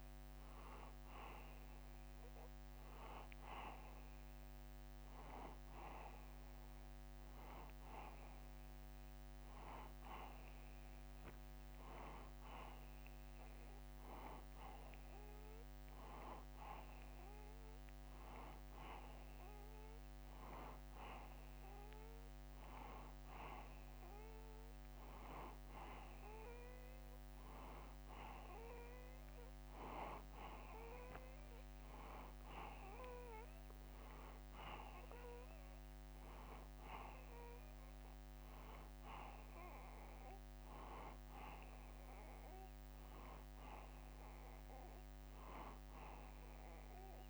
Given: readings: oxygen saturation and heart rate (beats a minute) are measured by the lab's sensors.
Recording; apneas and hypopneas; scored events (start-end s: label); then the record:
breathing in sleep by a microphone on the trachea; none
none scored
From the record:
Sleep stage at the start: N2 (light sleep); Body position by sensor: on the back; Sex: male